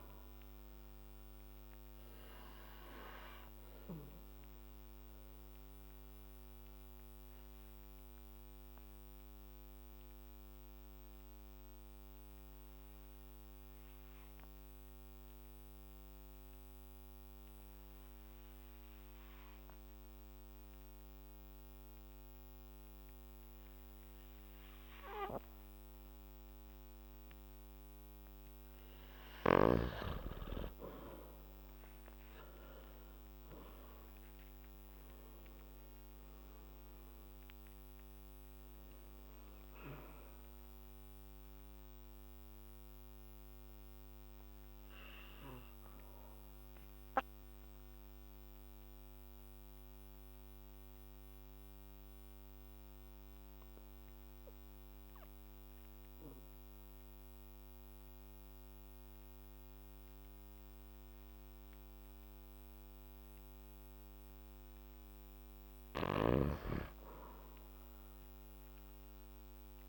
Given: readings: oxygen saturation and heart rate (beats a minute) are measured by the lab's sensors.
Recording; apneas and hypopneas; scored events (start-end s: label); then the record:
breathing in sleep by a microphone on the trachea; 2
2.00-28.00 s: obstructive apnea (oxygen 99% before, 91% lowest, heart rate 56 before, 54 extreme, up 8 after)
8.00-25.00 s: oxygen desaturation (device-marked, oxygen 97% before, 92% lowest, heart rate 57 before, 55 extreme)
32.00-37.00 s: arousal
41.50-65.00 s: obstructive apnea (oxygen 97% before, 91% lowest, heart rate 59 before, 53 extreme, up 0 after)
52.00-65.00 s: oxygen desaturation (device-marked, oxygen 96% before, 91% lowest, heart rate 61 before, 53 extreme)
66.00-69.89 s: snoring (device-marked)
67.50-69.89 s: arousal
From the record:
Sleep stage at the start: N2 (light sleep); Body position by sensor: on the back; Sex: male